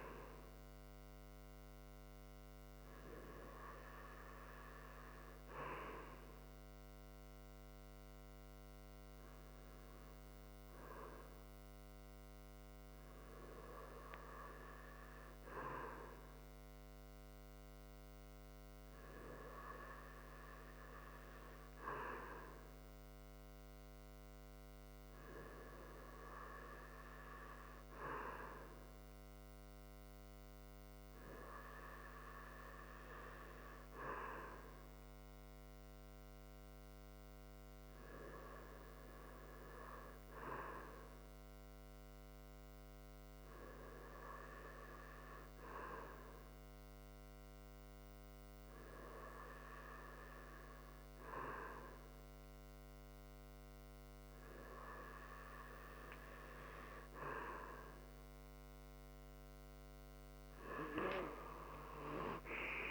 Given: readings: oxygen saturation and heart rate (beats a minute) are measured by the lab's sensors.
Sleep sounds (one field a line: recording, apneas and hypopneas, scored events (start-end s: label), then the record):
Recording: breathing in sleep by a microphone on the trachea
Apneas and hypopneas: none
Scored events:
61.00-62.91 s: arousal
From the record:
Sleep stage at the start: REM sleep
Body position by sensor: on the right side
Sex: male